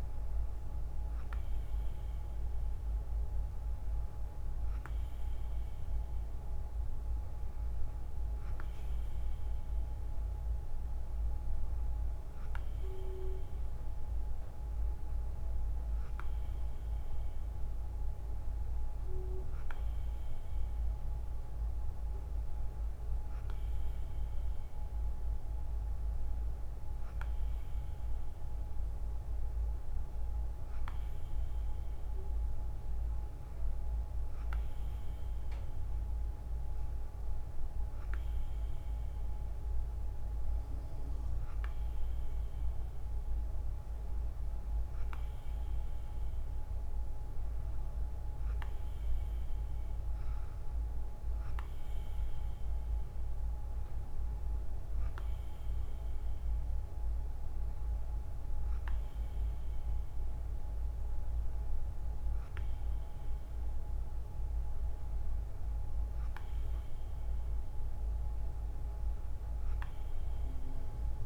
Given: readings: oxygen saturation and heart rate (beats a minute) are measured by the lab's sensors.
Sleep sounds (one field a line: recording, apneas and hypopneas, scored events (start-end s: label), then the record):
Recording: breathing in sleep, hard to hear, by a room microphone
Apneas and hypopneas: none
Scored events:
none scored
From the record:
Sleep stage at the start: N2 (light sleep)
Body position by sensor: on the right side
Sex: female